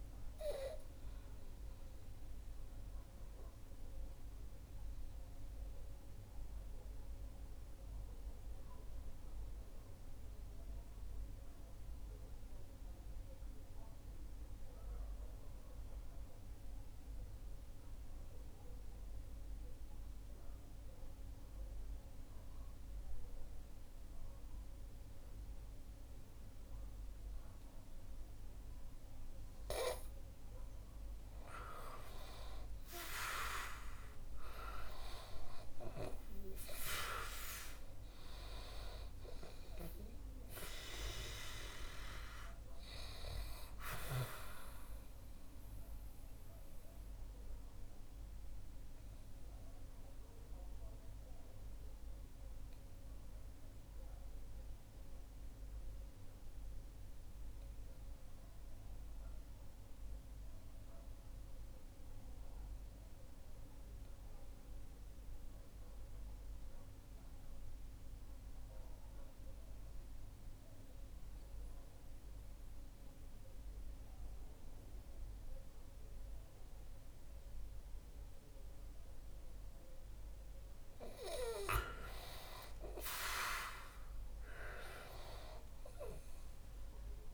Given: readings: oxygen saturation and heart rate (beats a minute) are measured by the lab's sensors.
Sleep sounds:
breathing in sleep by a room microphone; 2
0.00-19.00 s: oxygen desaturation (device-marked, oxygen 91% lowest, heart rate 60 extreme)
0.50-30.00 s: obstructive apnea (oxygen 98% before, 90% lowest, heart rate 65 before, 60 extreme, up 8 after)
32.50-37.50 s: arousal
46.00-80.50 s: mixed apnea (oxygen 98% before, 88% lowest, heart rate 65 before, 58 extreme, up 9 after)
53.00-60.00 s: oxygen desaturation (device-marked, oxygen 93% before, 90% lowest, heart rate 65 before, 60 extreme)
79.00-87.34 s: oxygen desaturation (device-marked, oxygen 97% before, 88% lowest, heart rate 63 before, 58 extreme)
82.00-86.50 s: arousal
From the record:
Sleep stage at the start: N2 (light sleep); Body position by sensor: on the back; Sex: male

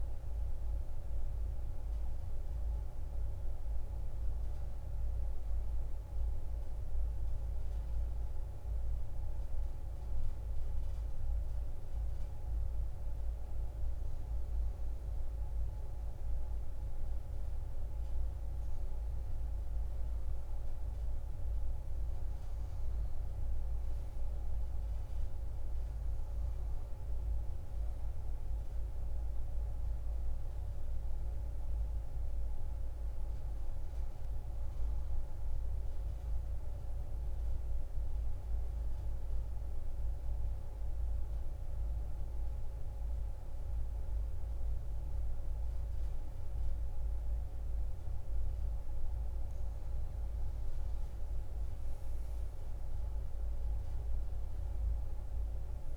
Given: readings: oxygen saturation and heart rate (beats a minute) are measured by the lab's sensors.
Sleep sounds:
breathing in sleep, hard to hear, by a room microphone; 2
0.00-7.50 s: oxygen desaturation (device-marked, oxygen 93% lowest)
5.00-15.50 s: obstructive apnea (oxygen 96% before, 90% lowest)
18.00-21.00 s: arousal
35.50-49.00 s: obstructive apnea (oxygen 96% before, 90% lowest)
51.00-54.00 s: arousal
54.50-55.97 s: oxygen desaturation (device-marked, oxygen 95% before, 90% lowest)
From the record:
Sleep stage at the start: N2 (light sleep); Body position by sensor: on the back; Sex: female

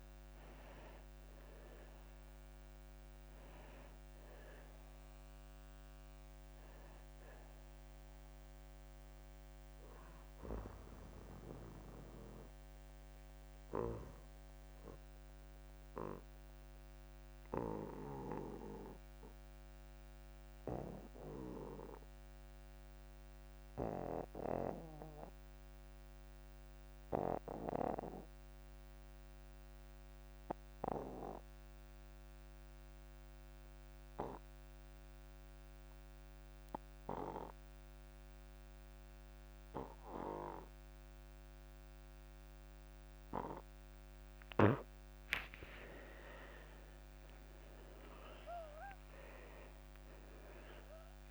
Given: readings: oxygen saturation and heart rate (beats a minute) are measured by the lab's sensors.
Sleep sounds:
breathing in sleep by a microphone on the trachea; 1
0.00-22.50 s: oxygen desaturation (device-marked, oxygen 75% lowest)
10.00-44.00 s: obstructive apnea (oxygen 91% before, 75% lowest)
13.50-15.50 s: long interval between heartbeats (device-marked)
33.50-51.31 s: oxygen desaturation (device-marked, oxygen 99% before, 79% lowest)
46.50-50.50 s: arousal
From the record:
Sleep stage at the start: N2 (light sleep); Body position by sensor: on the back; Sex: male

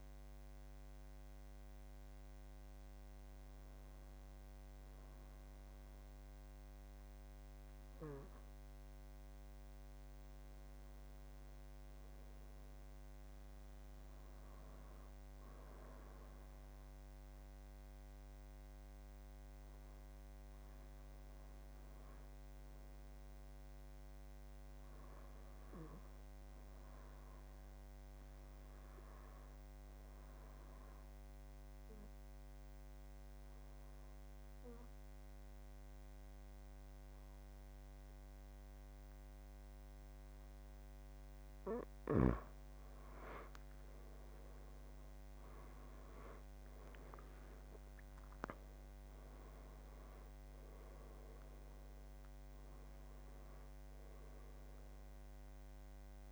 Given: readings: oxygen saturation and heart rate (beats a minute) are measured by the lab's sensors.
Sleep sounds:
breathing in sleep, hard to hear, by a microphone on the trachea; 1
0.00-1.50 s: oxygen desaturation (device-marked, oxygen 93% lowest, heart rate 69 extreme)
26.00-41.00 s: obstructive apnea (oxygen 96% before, 87% lowest, heart rate 76 before, 76 extreme, up 13 after)
43.00-47.50 s: arousal
49.50-56.32 s: oxygen desaturation (device-marked, oxygen 92% before, 87% lowest, heart rate 80 before, 73 extreme)
From the record:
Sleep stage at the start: N2 (light sleep); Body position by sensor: on the back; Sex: male

